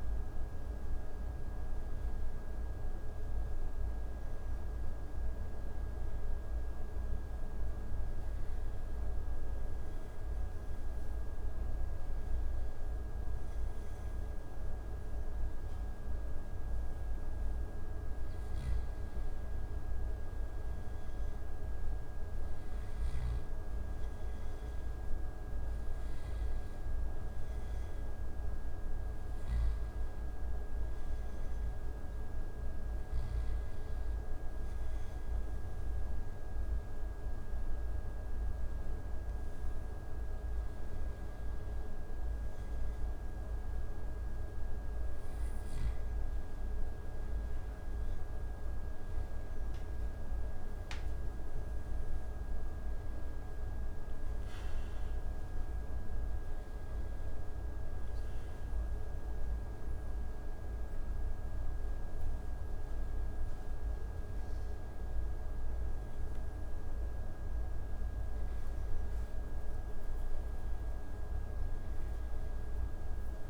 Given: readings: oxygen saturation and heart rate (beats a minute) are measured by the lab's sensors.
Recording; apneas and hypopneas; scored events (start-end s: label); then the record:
breathing in sleep, hard to hear, by a room microphone; 3
0.00-1.00 s: arousal
6.00-17.00 s: hypopnea (oxygen 94% before, 91% lowest)
18.00-73.50 s: new sleep stage, N2 (light sleep)
18.50-22.00 s: arousal
30.50-43.00 s: hypopnea (oxygen 94% before, 91% lowest)
46.50-51.50 s: arousal
57.00-68.00 s: obstructive apnea (oxygen 93% before, 91% lowest)
71.00-73.50 s: arousal
From the record:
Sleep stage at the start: N1 (lightest sleep); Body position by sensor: on the back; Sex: male